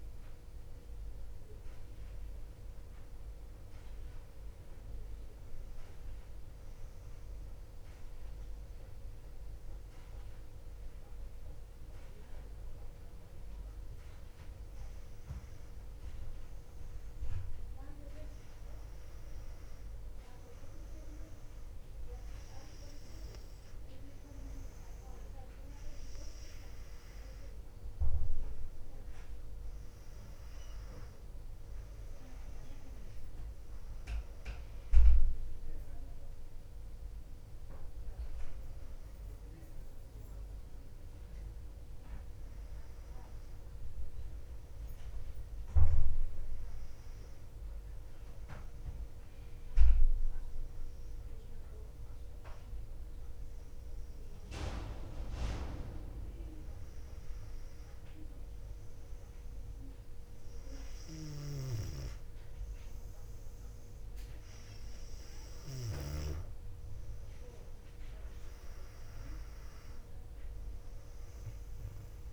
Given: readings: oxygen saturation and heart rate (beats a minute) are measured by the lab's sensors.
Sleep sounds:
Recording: breathing in sleep by a room microphone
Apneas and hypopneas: 1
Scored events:
0.00-6.50 s: oxygen desaturation (device-marked, oxygen 95% lowest, heart rate 57 extreme)
8.00-19.00 s: hypopnea (oxygen 99% before, 96% lowest, heart rate 62 before, 57 extreme, up 3 after)
21.50-26.00 s: arousal
From the record:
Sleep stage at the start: N2 (light sleep)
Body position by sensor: on the back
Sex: female

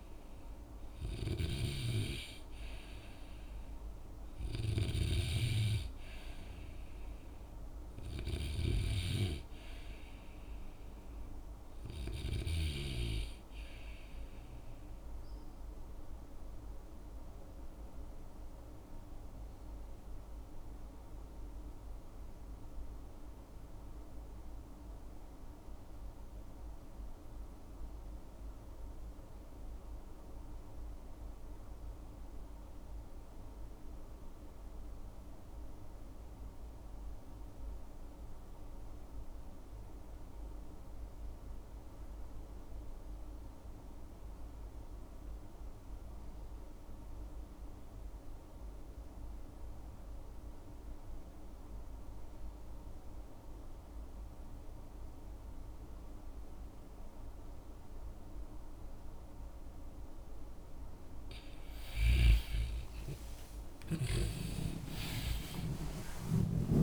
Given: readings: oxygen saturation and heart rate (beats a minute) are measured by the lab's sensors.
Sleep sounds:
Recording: breathing in sleep by a room microphone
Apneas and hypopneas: 1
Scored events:
0.50-18.50 s: oxygen desaturation (device-marked, oxygen 94% before, 88% lowest, heart rate 59 before, 58 extreme)
1.00-9.00 s: snoring (device-marked)
16.50-59.50 s: obstructive apnea (oxygen 94% before, 72% lowest, heart rate 64 before, 39 extreme, up 33 after)
37.50-66.83 s: oxygen desaturation (device-marked, oxygen 95% before, 72% lowest, heart rate 60 before, 39 extreme)
62.50-66.83 s: arousal
From the record:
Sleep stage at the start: REM sleep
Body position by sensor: on the back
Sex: male

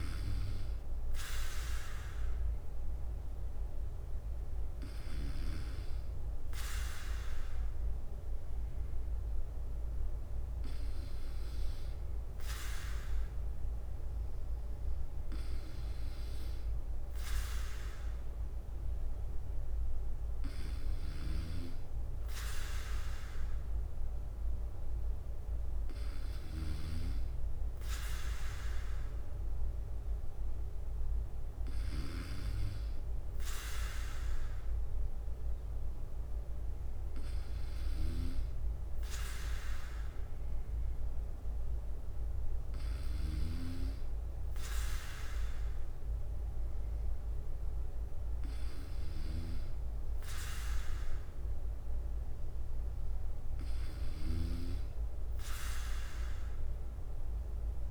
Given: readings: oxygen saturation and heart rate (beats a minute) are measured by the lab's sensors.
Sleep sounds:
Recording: breathing in sleep by a room microphone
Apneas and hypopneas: none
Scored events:
2.00-34.00 s: bradycardia (device-marked, heart rate 58 before, 56 extreme)
36.00-57.90 s: bradycardia (device-marked, heart rate 58 before, 57 extreme)
From the record:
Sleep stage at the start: N2 (light sleep)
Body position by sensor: on the back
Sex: male

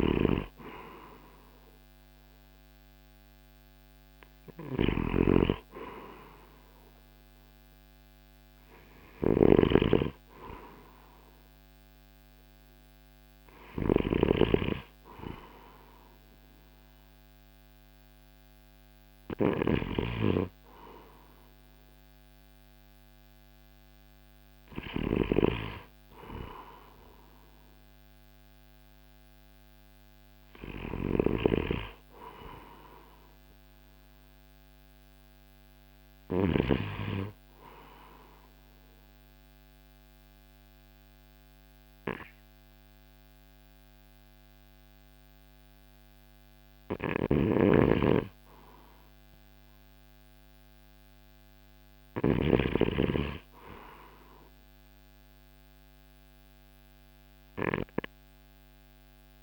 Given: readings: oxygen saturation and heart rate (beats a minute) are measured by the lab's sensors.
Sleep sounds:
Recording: breathing in sleep by a microphone on the trachea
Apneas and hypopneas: 1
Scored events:
0.00-13.50 s: snoring (device-marked)
19.50-36.50 s: snoring (device-marked)
37.50-48.50 s: obstructive apnea (oxygen 95% before, 92% lowest, heart rate 56 before, 55 extreme, up 0 after)
46.50-52.00 s: snoring (device-marked)
51.50-55.00 s: arousal
From the record:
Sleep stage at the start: N2 (light sleep)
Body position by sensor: on the right side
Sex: male

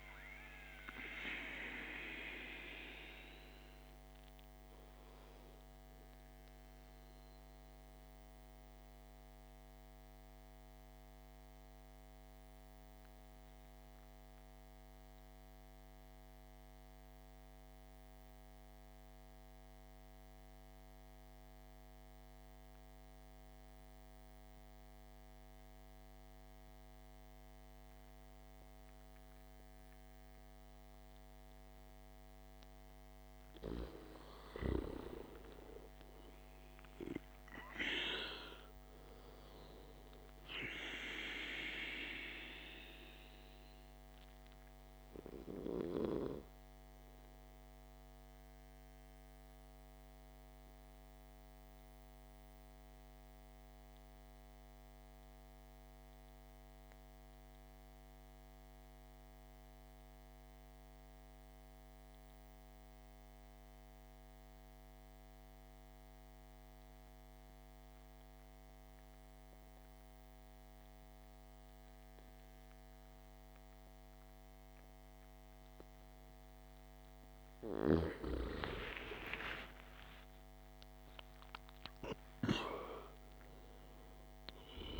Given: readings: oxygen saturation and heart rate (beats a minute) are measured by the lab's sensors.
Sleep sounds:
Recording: breathing in sleep by a microphone on the trachea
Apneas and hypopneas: 2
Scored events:
0.00-26.00 s: oxygen desaturation (device-marked, oxygen 83% lowest, heart rate 52 extreme)
5.50-33.00 s: mixed apnea (oxygen 99% before, 83% lowest, heart rate 61 before, 52 extreme, up 6 after)
34.50-38.00 s: arousal
37.00-68.00 s: oxygen desaturation (device-marked, oxygen 100% before, 84% lowest, heart rate 57 before, 51 extreme)
45.00-76.50 s: mixed apnea (oxygen 100% before, 82% lowest, heart rate 59 before, 51 extreme, up 18 after)
76.00-85.00 s: oxygen desaturation (device-marked, oxygen 99% before, 82% lowest, heart rate 54 before, 52 extreme)
78.50-83.00 s: arousal
From the record:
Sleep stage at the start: N2 (light sleep)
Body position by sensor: on the back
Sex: male

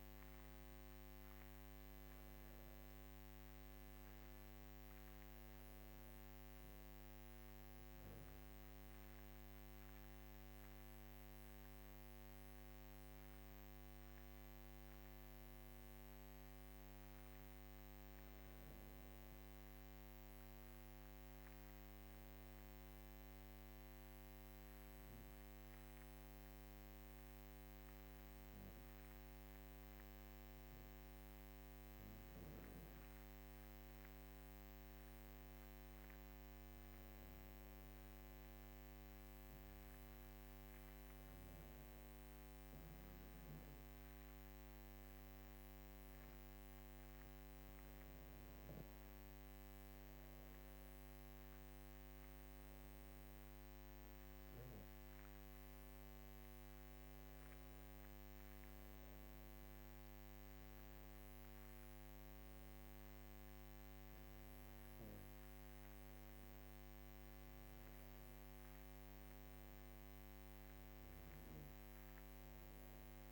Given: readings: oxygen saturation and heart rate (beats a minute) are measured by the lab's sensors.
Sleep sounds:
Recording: breathing in sleep, hard to hear, by a microphone on the trachea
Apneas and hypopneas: none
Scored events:
none scored
From the record:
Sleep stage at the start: N2 (light sleep)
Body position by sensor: on the back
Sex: female

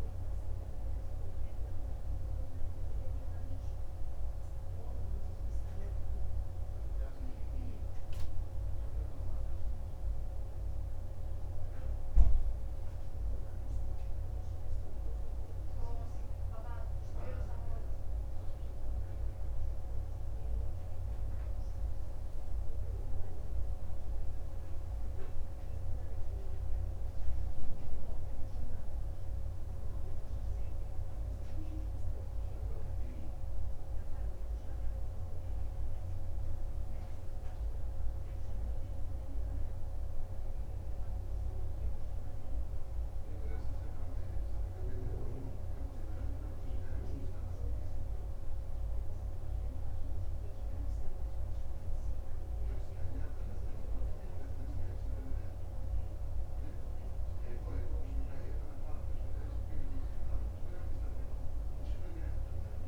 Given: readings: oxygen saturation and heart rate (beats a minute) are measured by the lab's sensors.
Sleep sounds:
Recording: breathing in sleep, hard to hear, by a room microphone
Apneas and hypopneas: none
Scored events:
none scored
From the record:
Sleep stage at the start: N2 (light sleep)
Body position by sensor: on the right side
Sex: male

